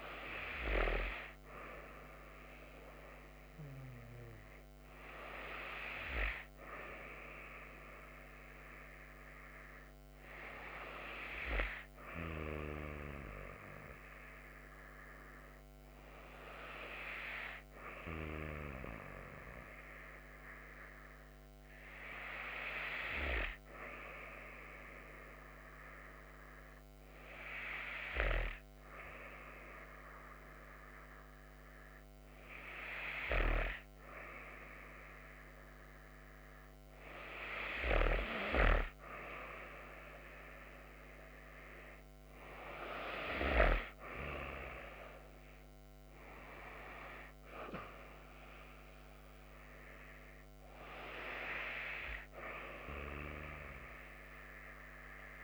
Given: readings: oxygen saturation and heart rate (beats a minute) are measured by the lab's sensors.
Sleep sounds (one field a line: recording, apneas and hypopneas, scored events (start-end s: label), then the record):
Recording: breathing in sleep by a microphone on the trachea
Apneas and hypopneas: 1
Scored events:
10.50-14.50 s: arousal
19.00-35.50 s: hypopnea (oxygen 95% before, 92% lowest)
33.00-39.00 s: snoring (device-marked)
39.50-44.00 s: arousal
45.00-55.44 s: oxygen desaturation (device-marked, oxygen 95% before, 92% lowest)
From the record:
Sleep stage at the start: N2 (light sleep)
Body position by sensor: on the back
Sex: female